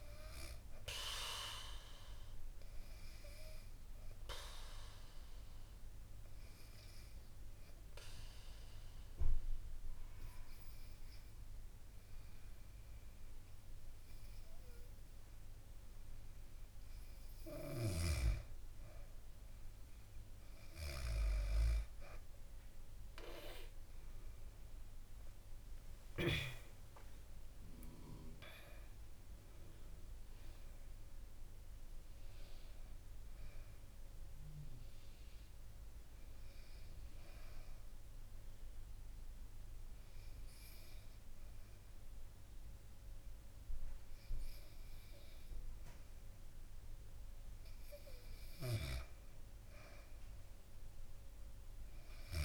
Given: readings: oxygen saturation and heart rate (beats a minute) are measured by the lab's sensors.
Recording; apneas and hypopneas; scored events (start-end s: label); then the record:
breathing in sleep by a room microphone; 2
1.00-17.00 s: oxygen desaturation (device-marked, oxygen 98% before, 95% lowest, heart rate 67 before, 58 extreme)
3.50-16.50 s: obstructive apnea (oxygen 98% before, 94% lowest, heart rate 67 before, 58 extreme, up 3 after)
19.50-23.50 s: arousal
24.00-46.00 s: oxygen desaturation (device-marked, oxygen 98% before, 94% lowest, heart rate 67 before, 58 extreme)
33.00-38.00 s: bradycardia (device-marked, heart rate 68 before, 59 extreme)
36.50-47.50 s: obstructive apnea (oxygen 98% before, 94% lowest, heart rate 70 before, 61 extreme, up 9 after)
50.50-52.45 s: arousal
From the record:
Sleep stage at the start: N2 (light sleep); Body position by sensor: on the back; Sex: female